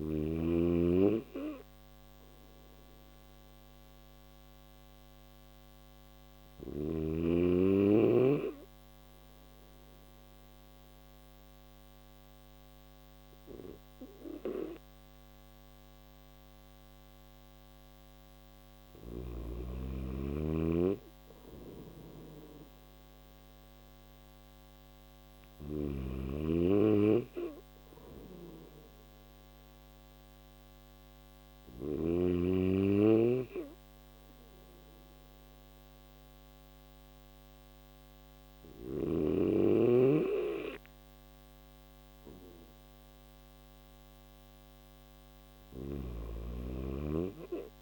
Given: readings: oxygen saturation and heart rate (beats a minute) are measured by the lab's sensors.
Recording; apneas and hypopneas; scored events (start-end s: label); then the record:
breathing in sleep by a microphone on the trachea; none
17.50-31.00 s: snoring (device-marked)
From the record:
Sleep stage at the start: N1 (lightest sleep); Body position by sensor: on the back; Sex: male